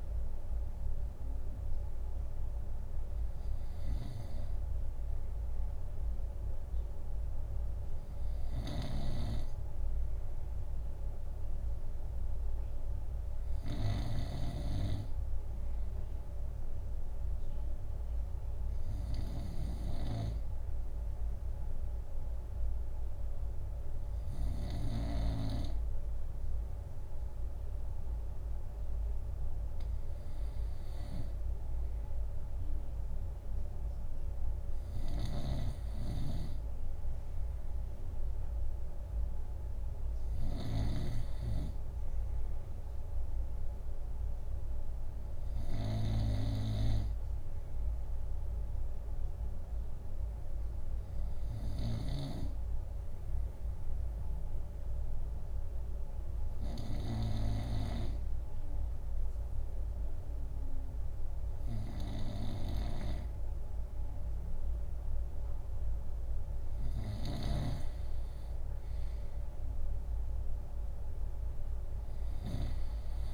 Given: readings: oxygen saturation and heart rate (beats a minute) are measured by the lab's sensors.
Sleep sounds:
breathing in sleep by a room microphone; 1
4.00-25.00 s: snoring (device-marked)
31.00-73.34 s: snoring (device-marked)
50.50-63.50 s: hypopnea (oxygen 98% before, 96% lowest, heart rate 60 before, 60 extreme, up 1 after)
67.50-71.50 s: arousal
From the record:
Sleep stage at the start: N2 (light sleep); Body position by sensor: on the right side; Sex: male

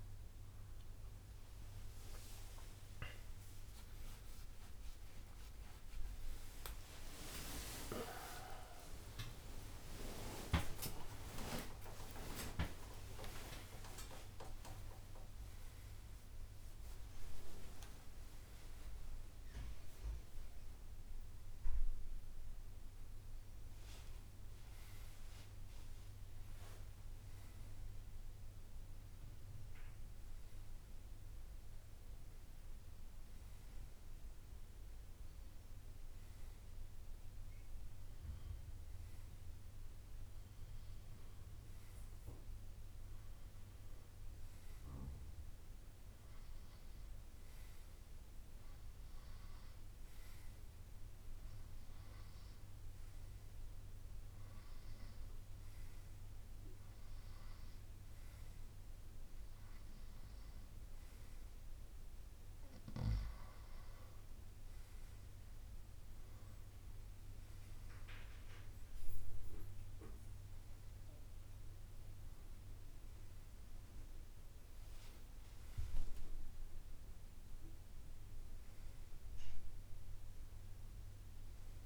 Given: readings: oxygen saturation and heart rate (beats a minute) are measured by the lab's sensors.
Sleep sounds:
a person awake in a sleep study, by a room microphone; none
0.00-1.50 s: long interval between heartbeats (device-marked, heart rate 66 extreme)
2.00-14.00 s: tachycardia (device-marked, heart rate 66 before, 176 extreme)
2.00-15.00 s: oxygen desaturation (device-marked, oxygen 96% before, 90% lowest, heart rate 66 before, 70 extreme)
3.00-5.00 s: long interval between heartbeats (device-marked, heart rate 66 before, 86 extreme)
5.00-10.00 s: drop in pulse transit time (device-marked, heart rate 69 before, 118 extreme)
6.00-8.00 s: long interval between heartbeats (device-marked, heart rate 71 before, 135 extreme)
11.00-71.00 s: new sleep stage, awake
12.00-14.00 s: long interval between heartbeats (device-marked, heart rate 99 before, 118 extreme)
12.00-18.00 s: drop in pulse transit time (device-marked, heart rate 99 before, 99 extreme)
17.50-19.50 s: long interval between heartbeats (device-marked, heart rate 111 before, 90 extreme)
57.50-59.50 s: long interval between heartbeats (device-marked, heart rate 66 before, 71 extreme)
62.00-64.00 s: long interval between heartbeats (device-marked, heart rate 66 before, 70 extreme)
71.00-81.86 s: new sleep stage, N1 (lightest sleep)
From the record:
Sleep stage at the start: N2 (light sleep); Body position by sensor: on the right side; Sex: male

